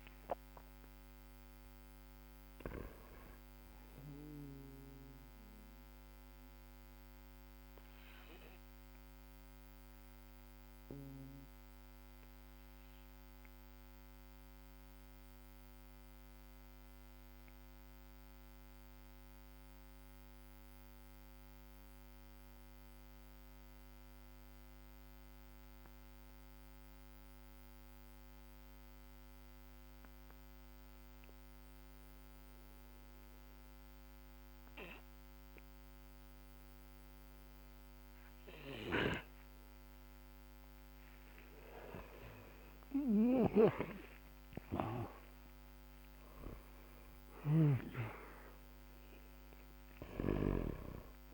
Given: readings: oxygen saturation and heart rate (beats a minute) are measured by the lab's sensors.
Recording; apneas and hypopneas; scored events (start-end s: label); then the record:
breathing in sleep by a microphone on the trachea; 1
0.00-23.50 s: oxygen desaturation (device-marked, oxygen 95% lowest, heart rate 46 extreme)
6.50-41.00 s: mixed apnea (oxygen 99% before, 93% lowest, heart rate 51 before, 46 extreme, up 16 after)
42.00-47.50 s: arousal
43.00-51.34 s: snoring (device-marked)
From the record:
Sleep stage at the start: N2 (light sleep); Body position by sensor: on the back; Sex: male